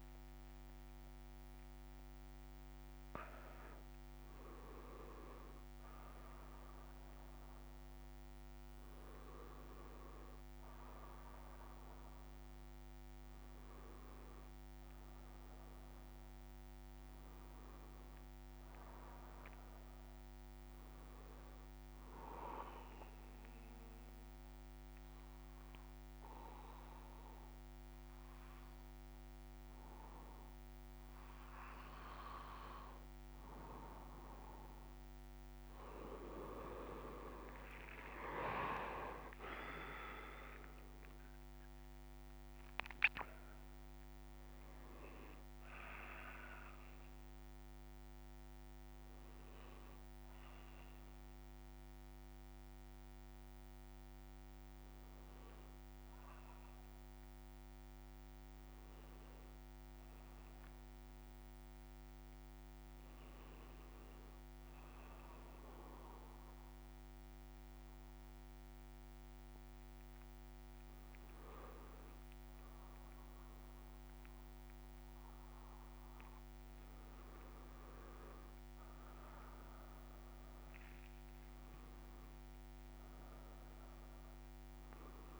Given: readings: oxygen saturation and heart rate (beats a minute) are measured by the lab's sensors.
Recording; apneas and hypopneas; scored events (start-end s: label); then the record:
breathing in sleep by a microphone on the trachea; 2
22.50-33.00 s: obstructive apnea (oxygen 98% before, 93% lowest)
43.50-54.50 s: oxygen desaturation (device-marked, oxygen 97% before, 93% lowest)
52.50-85.40 s: new sleep stage, N2 (light sleep)
65.00-75.50 s: hypopnea (oxygen 97% before, 94% lowest)
From the record:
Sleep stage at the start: N1 (lightest sleep); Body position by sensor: on the back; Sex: male